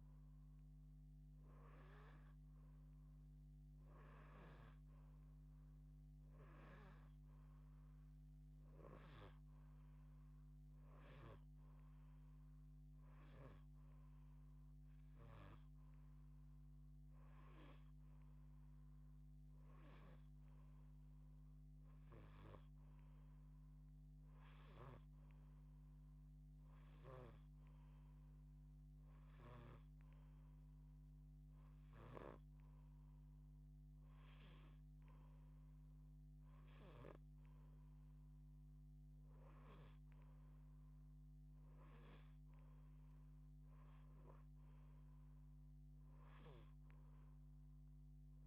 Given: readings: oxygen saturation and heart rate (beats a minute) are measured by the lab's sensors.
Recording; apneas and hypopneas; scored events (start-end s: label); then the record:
breathing in sleep by a microphone on the trachea; none
3.50-8.50 s: snoring (device-marked)
8.50-20.50 s: oxygen desaturation (device-marked, oxygen 93% before, 89% lowest)
10.50-15.00 s: snoring (device-marked)
24.50-48.47 s: new sleep stage, N2 (light sleep)
26.50-36.50 s: snoring (device-marked)
From the record:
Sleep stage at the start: N1 (lightest sleep); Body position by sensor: on the left side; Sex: female